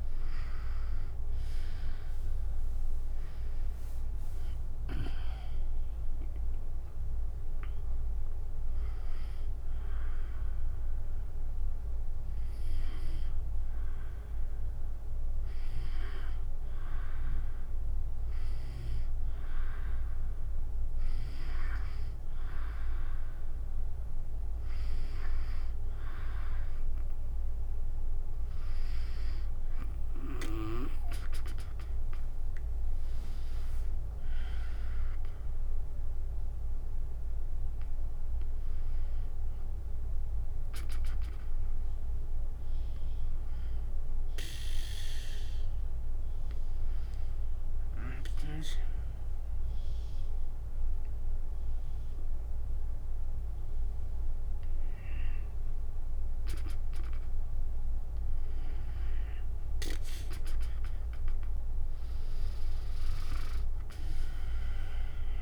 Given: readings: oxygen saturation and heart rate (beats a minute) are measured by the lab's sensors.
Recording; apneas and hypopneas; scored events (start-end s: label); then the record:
breathing in sleep by a room microphone; 1
1.00-18.00 s: oxygen desaturation (device-marked, oxygen 96% before, 91% lowest, heart rate 68 before, 66 extreme)
2.00-14.00 s: drop in pulse transit time (device-marked, heart rate 68 before, 70 extreme)
2.50-7.00 s: arousal
30.00-36.00 s: tachycardia (device-marked, heart rate 76 before, 114 extreme)
31.00-44.00 s: drop in pulse transit time (device-marked, heart rate 69 before, 70 extreme)
31.50-37.00 s: arousal
44.50-55.00 s: hypopnea (oxygen 95% before, 92% lowest, heart rate 85 before, 63 extreme, up 18 after)
62.00-65.42 s: arousal
64.00-65.42 s: drop in pulse transit time (device-marked, heart rate 83 before, 66 extreme)
From the record:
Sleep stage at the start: N2 (light sleep); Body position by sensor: on the back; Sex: female